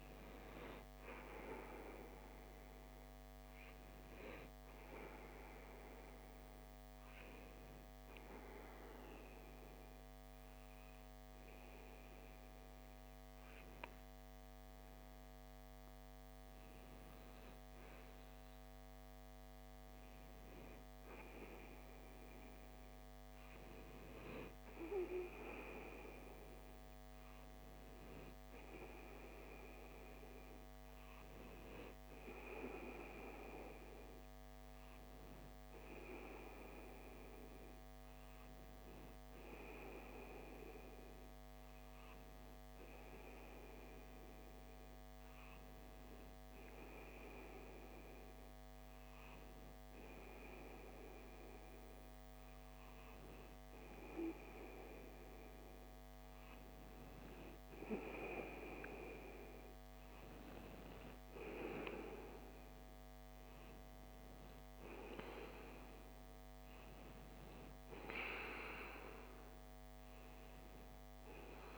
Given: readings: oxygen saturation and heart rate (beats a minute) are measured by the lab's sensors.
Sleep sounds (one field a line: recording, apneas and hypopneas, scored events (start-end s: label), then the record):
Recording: breathing in sleep by a microphone on the trachea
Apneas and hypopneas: 1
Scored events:
0.00-16.00 s: oxygen desaturation (device-marked, oxygen 93% lowest)
3.50-16.00 s: hypopnea (oxygen 98% before, 93% lowest)
18.00-22.00 s: arousal
From the record:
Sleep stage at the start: N2 (light sleep)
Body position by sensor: on the left side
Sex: male